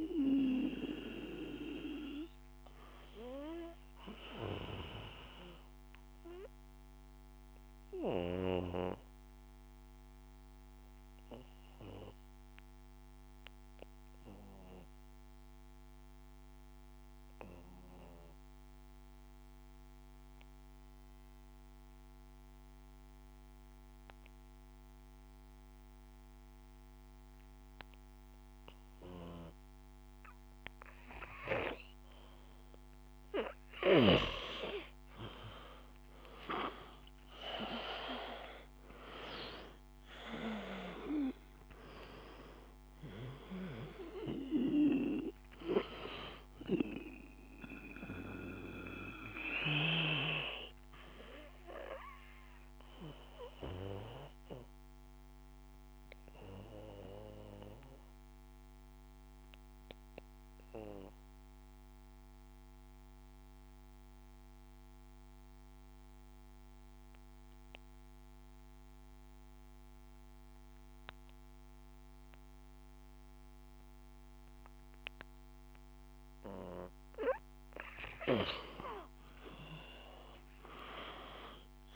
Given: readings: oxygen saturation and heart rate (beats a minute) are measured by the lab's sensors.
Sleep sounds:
breathing in sleep by a microphone on the trachea; 2
0.00-17.00 s: oxygen desaturation (device-marked, oxygen 89% lowest, heart rate 52 extreme)
1.50-31.50 s: obstructive apnea (oxygen 98% before, 88% lowest, heart rate 55 before, 51 extreme, up 5 after)
32.00-63.00 s: oxygen desaturation (device-marked, oxygen 97% before, 88% lowest, heart rate 54 before, 51 extreme)
36.00-39.50 s: arousal
48.00-76.50 s: obstructive apnea (oxygen 98% before, 88% lowest, heart rate 55 before, 51 extreme, up 5 after)
80.00-81.96 s: arousal
80.00-81.96 s: oxygen desaturation (device-marked, oxygen 97% before, 88% lowest, heart rate 53 before, 52 extreme)
From the record:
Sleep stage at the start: N2 (light sleep); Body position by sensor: on the back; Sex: male

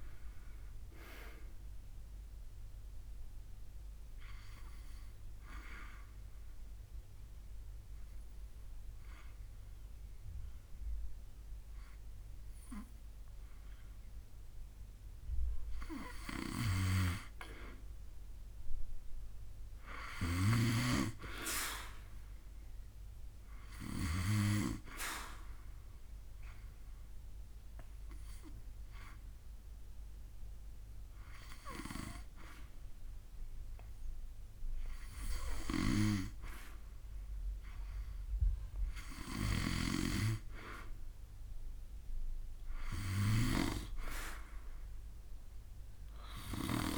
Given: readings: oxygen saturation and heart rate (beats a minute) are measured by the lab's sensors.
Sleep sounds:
breathing in sleep by a room microphone; 2
0.00-3.50 s: oxygen desaturation (device-marked, oxygen 90% lowest, heart rate 70 extreme)
2.00-16.00 s: obstructive apnea (oxygen 95% before, 91% lowest, heart rate 77 before, 70 extreme, up 3 after)
19.00-22.50 s: arousal
24.50-35.50 s: hypopnea (oxygen 93% before, 92% lowest, heart rate 72 before, 67 extreme, up 3 after)
39.00-43.50 s: arousal
44.50-46.98 s: oxygen desaturation (device-marked, oxygen 98% before, 94% lowest, heart rate 72 before, 67 extreme)
From the record:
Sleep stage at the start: N2 (light sleep); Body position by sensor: on the back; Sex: male

